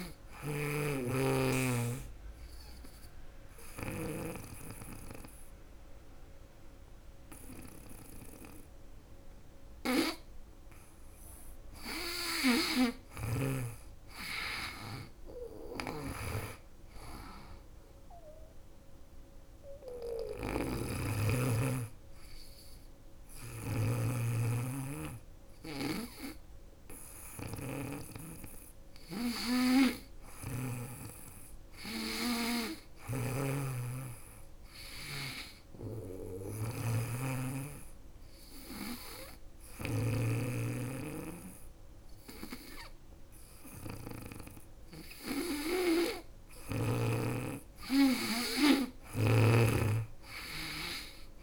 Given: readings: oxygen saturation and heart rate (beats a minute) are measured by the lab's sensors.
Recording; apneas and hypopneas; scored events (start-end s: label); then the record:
breathing in sleep by a room microphone; 3
0.00-3.50 s: snoring (device-marked)
0.50-11.00 s: obstructive apnea (oxygen 99% before, 94% lowest, heart rate 77 before, 70 extreme, up 15 after)
13.00-16.00 s: arousal
15.00-35.00 s: oxygen desaturation (device-marked, oxygen 98% before, 94% lowest, heart rate 77 before, 74 extreme)
18.00-28.00 s: hypopnea (oxygen 99% before, 94% lowest, heart rate 77 before, 74 extreme, up 9 after)
19.00-30.00 s: snoring (device-marked)
30.50-33.00 s: arousal
32.00-39.00 s: snoring (device-marked)
35.50-45.50 s: obstructive apnea (oxygen 98% before, 95% lowest, heart rate 79 before, 76 extreme, up 7 after)
48.50-51.43 s: arousal
From the record:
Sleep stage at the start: N2 (light sleep); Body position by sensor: on the back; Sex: female